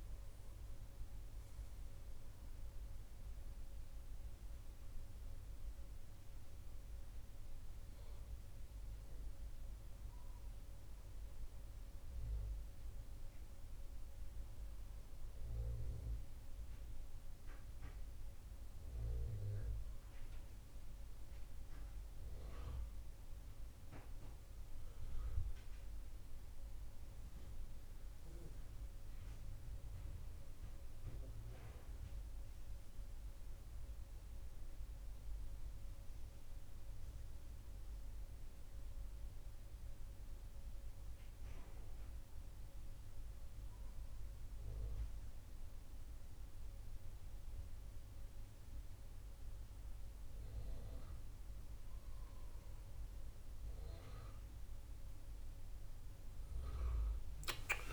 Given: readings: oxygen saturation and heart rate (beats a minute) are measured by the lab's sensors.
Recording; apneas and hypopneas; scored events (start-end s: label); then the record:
breathing in sleep by a room microphone; 2
1.50-11.50 s: obstructive apnea (oxygen 95% before, 93% lowest, heart rate 69 before, 65 extreme, up 6 after)
14.50-18.00 s: arousal
37.00-53.00 s: hypopnea (oxygen 96% before, 90% lowest, heart rate 70 before, 65 extreme, up 6 after)
From the record:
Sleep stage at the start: N2 (light sleep); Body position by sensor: on the back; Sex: male